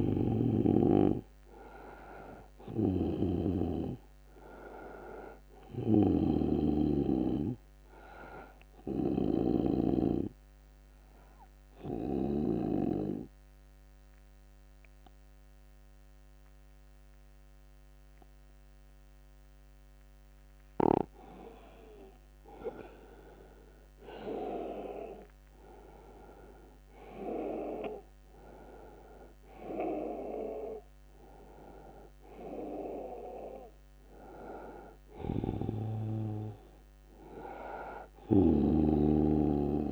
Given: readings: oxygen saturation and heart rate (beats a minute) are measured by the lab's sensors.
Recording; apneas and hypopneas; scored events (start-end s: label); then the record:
breathing in sleep by a microphone on the trachea; 1
6.00-9.50 s: snoring (device-marked)
8.50-21.50 s: obstructive apnea (oxygen 97% before, 91% lowest, heart rate 79 before, 75 extreme, up 4 after)
24.50-28.50 s: arousal
27.00-39.92 s: oxygen desaturation (device-marked, oxygen 97% before, 91% lowest, heart rate 77 before, 74 extreme)
38.50-39.92 s: snoring (device-marked)
From the record:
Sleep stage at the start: N2 (light sleep); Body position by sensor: on the right side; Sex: male